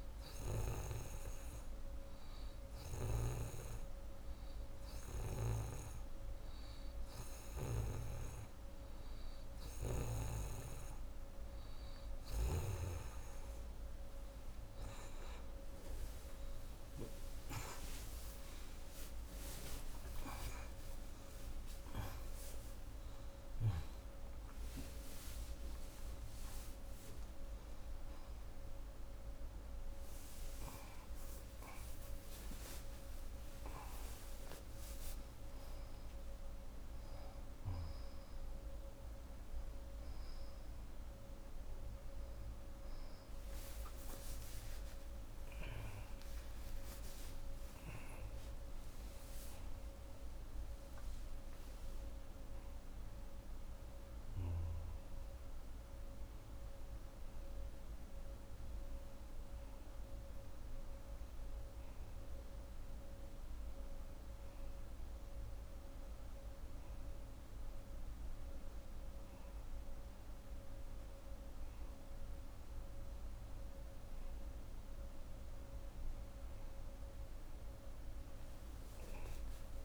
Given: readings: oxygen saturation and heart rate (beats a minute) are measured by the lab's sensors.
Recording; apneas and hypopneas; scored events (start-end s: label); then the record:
a person awake in a sleep study, by a room microphone; none
29.50-79.85 s: new sleep stage, awake
From the record:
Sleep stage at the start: N2 (light sleep); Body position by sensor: on the right side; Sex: female